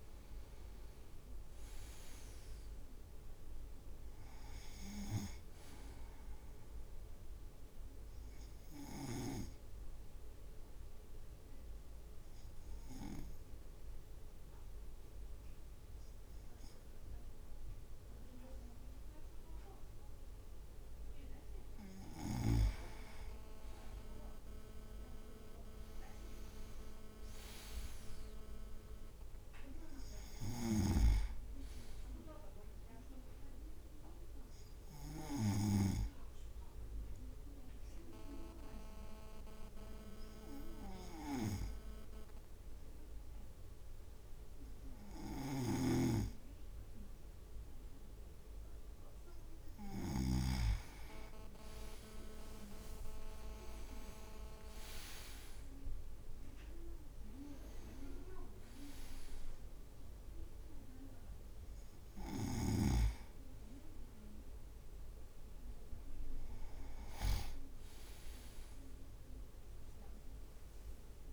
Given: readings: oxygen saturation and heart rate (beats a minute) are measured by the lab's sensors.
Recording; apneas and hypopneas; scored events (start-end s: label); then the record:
breathing in sleep by a room microphone; 2
0.00-1.50 s: arousal
0.00-9.00 s: drop in pulse transit time (device-marked, heart rate 53 extreme)
9.00-21.50 s: obstructive apnea (oxygen 98% before, 96% lowest, heart rate 59 before, 53 extreme, up 5 after)
23.50-27.00 s: arousal
23.50-27.50 s: leg movement (device-marked)
25.00-37.00 s: drop in pulse transit time (device-marked, heart rate 56 before, 53 extreme)
37.00-49.50 s: obstructive apnea (oxygen 98% before, 96% lowest, heart rate 57 before, 53 extreme, up 8 after)
45.50-50.50 s: snoring (device-marked)
52.50-54.50 s: leg movement (device-marked)
53.00-56.50 s: arousal
53.00-64.00 s: drop in pulse transit time (device-marked, heart rate 55 before, 55 extreme)
69.50-71.33 s: leg movement (device-marked)
From the record:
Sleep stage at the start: N2 (light sleep); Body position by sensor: on the right side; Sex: male